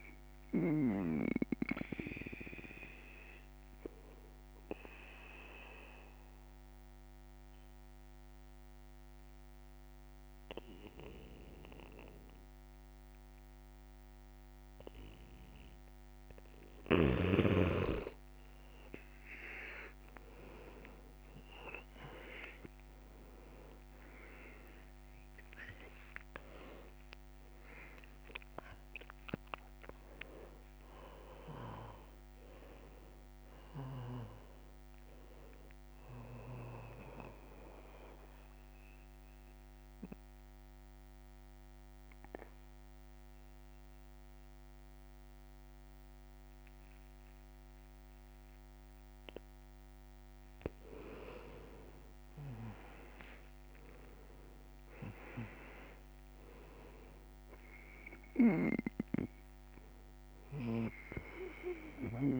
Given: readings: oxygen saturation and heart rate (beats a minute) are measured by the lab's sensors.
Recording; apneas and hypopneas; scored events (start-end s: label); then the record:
breathing in sleep by a microphone on the trachea; 2
0.00-21.00 s: oxygen desaturation (device-marked, oxygen 98% before, 91% lowest, heart rate 69 before, 66 extreme)
4.50-16.50 s: obstructive apnea (oxygen 98% before, 89% lowest, heart rate 70 before, 66 extreme, up 6 after)
21.50-26.00 s: arousal
31.00-52.00 s: oxygen desaturation (device-marked, oxygen 98% before, 91% lowest, heart rate 71 before, 64 extreme)
37.00-50.50 s: mixed apnea (oxygen 98% before, 89% lowest, heart rate 75 before, 64 extreme, up 4 after)
53.50-57.00 s: arousal
60.00-62.40 s: oxygen desaturation (device-marked, oxygen 98% before, 89% lowest, heart rate 68 before, 64 extreme)
From the record:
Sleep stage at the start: N2 (light sleep); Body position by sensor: on the back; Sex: male